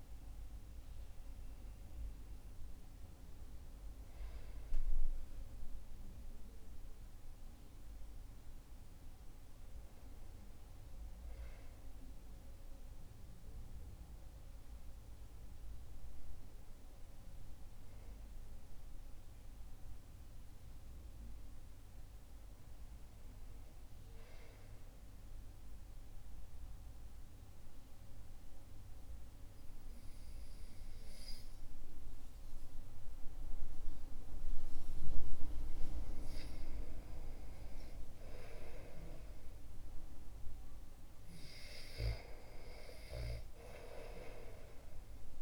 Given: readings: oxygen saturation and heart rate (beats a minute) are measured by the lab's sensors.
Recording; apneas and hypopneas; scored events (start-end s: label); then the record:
breathing in sleep by a room microphone; 1
24.00-35.00 s: obstructive apnea (oxygen 97% before, 95% lowest, heart rate 59 before, 59 extreme, up 4 after)
38.00-42.50 s: arousal
From the record:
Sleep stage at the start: REM sleep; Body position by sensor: on the back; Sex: male